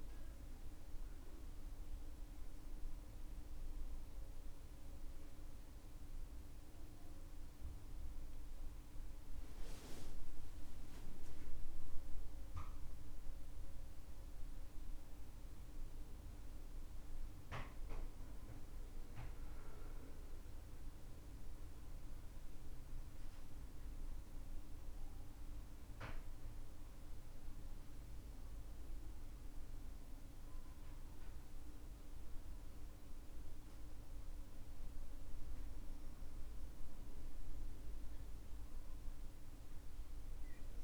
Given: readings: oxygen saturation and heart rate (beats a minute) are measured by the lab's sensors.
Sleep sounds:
breathing in sleep, hard to hear, by a room microphone; none
none scored
From the record:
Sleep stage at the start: N2 (light sleep); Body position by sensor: on the right side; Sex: male

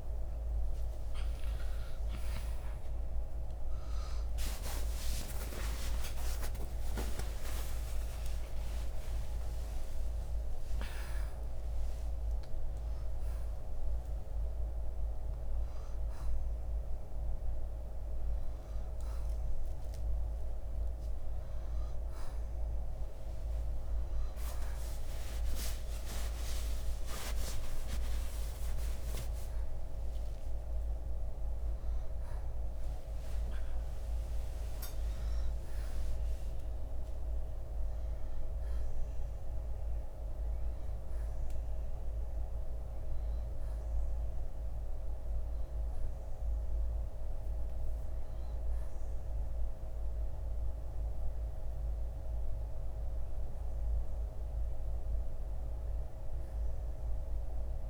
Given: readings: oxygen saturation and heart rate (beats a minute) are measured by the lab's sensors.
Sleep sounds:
a person awake in a sleep study, hard to hear, by a room microphone; none
4.50-57.90 s: new sleep stage, awake
11.50-28.50 s: oxygen desaturation (device-marked, oxygen 94% before, 84% lowest, heart rate 70 before, 63 extreme)
From the record:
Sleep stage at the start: N2 (light sleep); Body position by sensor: on the right side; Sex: male

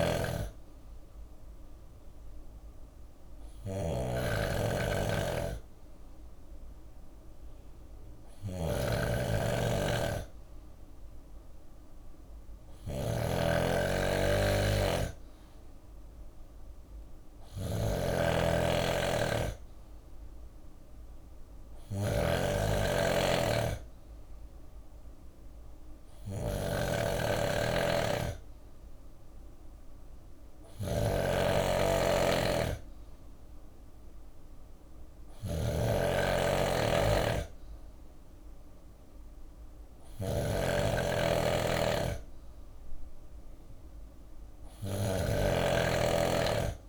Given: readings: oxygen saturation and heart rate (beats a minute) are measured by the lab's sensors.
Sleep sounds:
breathing in sleep by a room microphone; none
0.00-46.89 s: snoring (device-marked)
29.50-34.50 s: bradycardia (device-marked, heart rate 63 before, 59 extreme)
From the record:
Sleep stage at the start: N2 (light sleep); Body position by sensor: on the left side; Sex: male

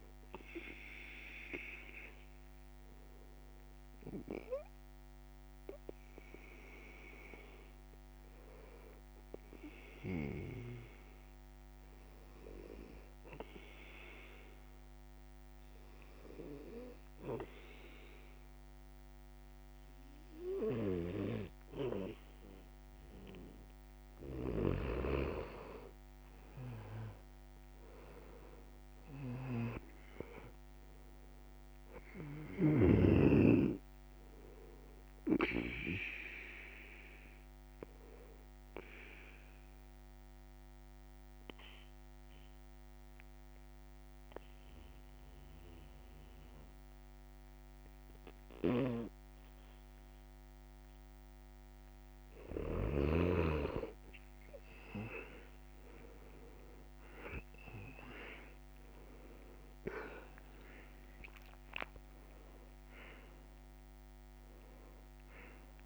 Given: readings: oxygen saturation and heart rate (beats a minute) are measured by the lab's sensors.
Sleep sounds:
breathing in sleep by a microphone on the trachea; 2
12.50-23.50 s: obstructive apnea (oxygen 97% before, 88% lowest, heart rate 73 before, 69 extreme, up 4 after)
25.50-53.50 s: oxygen desaturation (device-marked, oxygen 97% before, 91% lowest, heart rate 72 before, 67 extreme)
26.50-30.50 s: arousal
37.50-51.50 s: obstructive apnea (oxygen 97% before, 88% lowest, heart rate 72 before, 69 extreme, up 4 after)
55.50-60.50 s: arousal
61.50-65.86 s: oxygen desaturation (device-marked, oxygen 98% before, 88% lowest, heart rate 72 before, 64 extreme)
From the record:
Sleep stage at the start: N2 (light sleep); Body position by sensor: on the back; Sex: male

